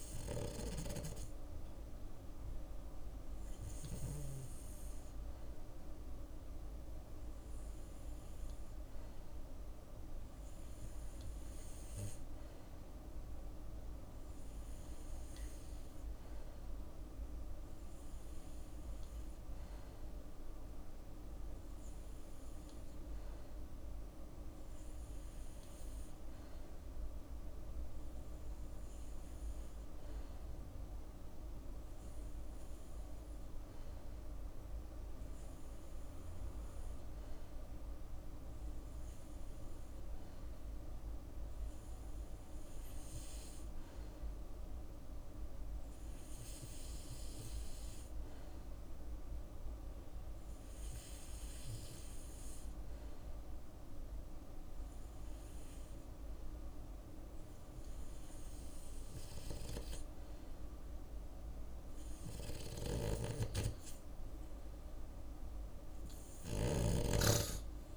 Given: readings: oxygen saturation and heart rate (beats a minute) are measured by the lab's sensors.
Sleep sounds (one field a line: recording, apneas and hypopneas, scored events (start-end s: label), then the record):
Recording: breathing in sleep, hard to hear, by a room microphone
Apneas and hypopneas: 1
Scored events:
7.00-30.00 s: drop in pulse transit time (device-marked, heart rate 77 before, 59 extreme)
19.00-22.00 s: bradycardia (device-marked, heart rate 67 before, 60 extreme)
25.00-63.50 s: hypopnea (oxygen 95% before, 89% lowest, heart rate 63 before, 60 extreme, up 11 after)
65.50-67.97 s: arousal
65.50-67.97 s: snoring (device-marked)
From the record:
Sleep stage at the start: N2 (light sleep)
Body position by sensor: on the left side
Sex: male